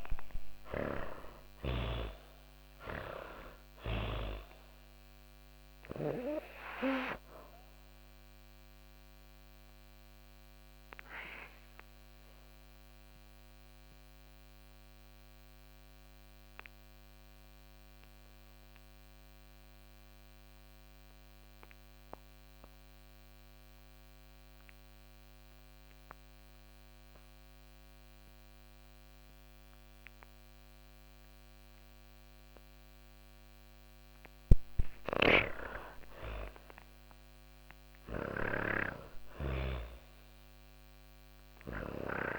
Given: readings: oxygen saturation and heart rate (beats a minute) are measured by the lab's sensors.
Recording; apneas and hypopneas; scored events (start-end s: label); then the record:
breathing in sleep by a microphone on the trachea; 1
0.00-2.00 s: arousal
0.00-26.50 s: oxygen desaturation (device-marked, oxygen 57% lowest, heart rate 104 extreme)
6.50-32.50 s: obstructive apnea (oxygen 92% before, 57% lowest, heart rate 132 before, 86 extreme, up 15 after)
34.00-38.00 s: arousal
38.00-42.00 s: snoring (device-marked)
40.50-42.39 s: oxygen desaturation (device-marked, oxygen 97% before, 79% lowest, heart rate 118 before, 86 extreme)
From the record:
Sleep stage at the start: N2 (light sleep); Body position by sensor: on the back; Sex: female